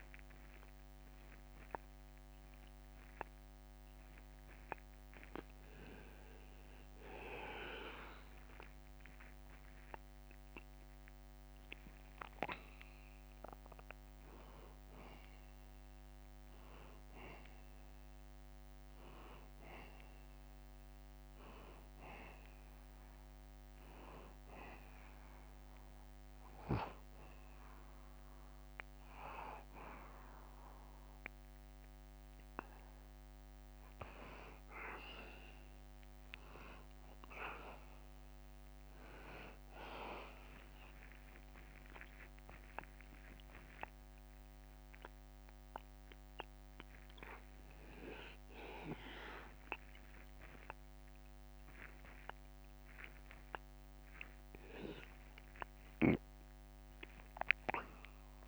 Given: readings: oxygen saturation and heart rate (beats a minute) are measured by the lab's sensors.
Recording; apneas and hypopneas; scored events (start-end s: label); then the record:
a person partly awake in a sleep study, by a microphone on the trachea; none
0.00-2.00 s: arousal
0.00-12.00 s: oxygen desaturation (device-marked, oxygen 94% before, 90% lowest, heart rate 77 before, 78 extreme)
33.00-58.48 s: new sleep stage, awake
From the record:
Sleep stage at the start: N2 (light sleep); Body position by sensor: on the back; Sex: male